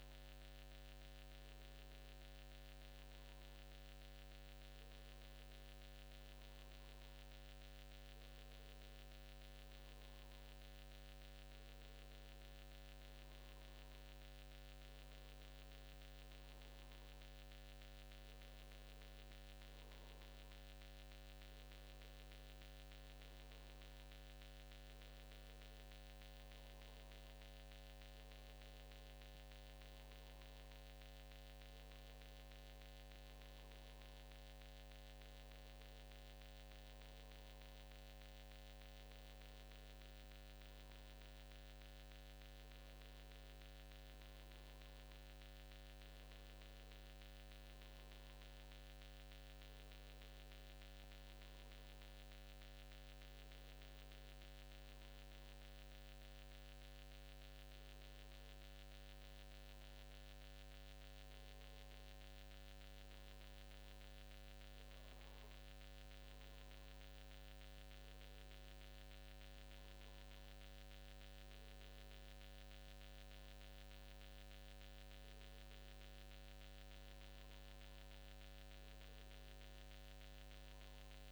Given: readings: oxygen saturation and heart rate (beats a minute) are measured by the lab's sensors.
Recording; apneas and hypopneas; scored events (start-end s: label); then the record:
breathing in sleep, hard to hear, by a microphone on the trachea; none
none scored
From the record:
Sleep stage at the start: N2 (light sleep); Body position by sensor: on the back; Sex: male